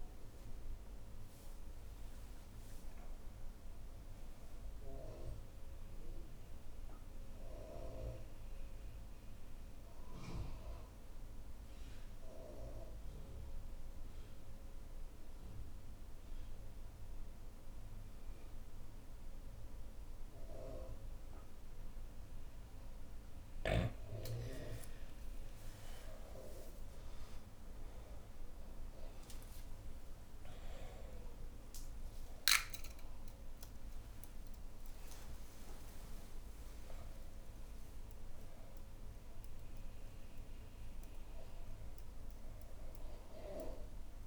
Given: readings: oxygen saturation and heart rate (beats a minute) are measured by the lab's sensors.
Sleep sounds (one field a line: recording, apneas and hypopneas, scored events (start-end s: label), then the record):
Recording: breathing in sleep by a room microphone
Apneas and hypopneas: 1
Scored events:
0.00-15.50 s: oxygen desaturation (device-marked, oxygen 91% lowest, heart rate 56 extreme)
4.00-22.50 s: obstructive apnea (oxygen 98% before, 91% lowest, heart rate 69 before, 56 extreme, up 14 after)
7.50-11.50 s: bradycardia (device-marked, heart rate 65 before, 59 extreme)
18.50-20.50 s: bradycardia (device-marked, heart rate 65 before, 67 extreme)
27.50-34.00 s: arousal
29.50-42.50 s: oxygen desaturation (device-marked, oxygen 99% before, 91% lowest, heart rate 63 before, 60 extreme)
From the record:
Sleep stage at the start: N2 (light sleep)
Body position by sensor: on the back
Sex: female